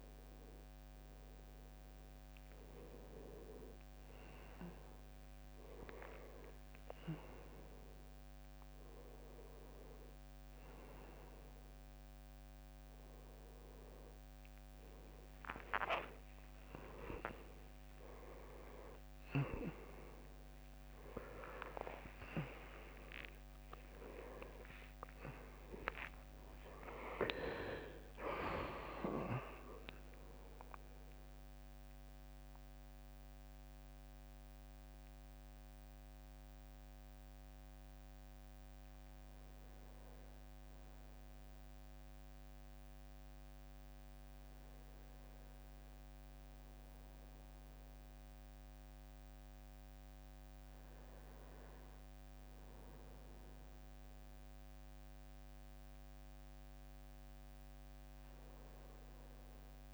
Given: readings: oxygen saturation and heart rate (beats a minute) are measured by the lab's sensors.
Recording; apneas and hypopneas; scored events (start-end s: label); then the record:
a person awake in a sleep study, by a microphone on the trachea; none
3.50-13.50 s: drop in pulse transit time (device-marked, heart rate 67 before, 72 extreme)
3.50-23.50 s: oxygen desaturation (device-marked, oxygen 94% before, 91% lowest, heart rate 67 before, 67 extreme)
8.50-38.50 s: new sleep stage, awake
25.50-42.50 s: drop in pulse transit time (device-marked, heart rate 74 before, 69 extreme)
38.50-59.94 s: new sleep stage, N1 (lightest sleep)
From the record:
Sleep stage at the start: N2 (light sleep); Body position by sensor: on the right side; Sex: male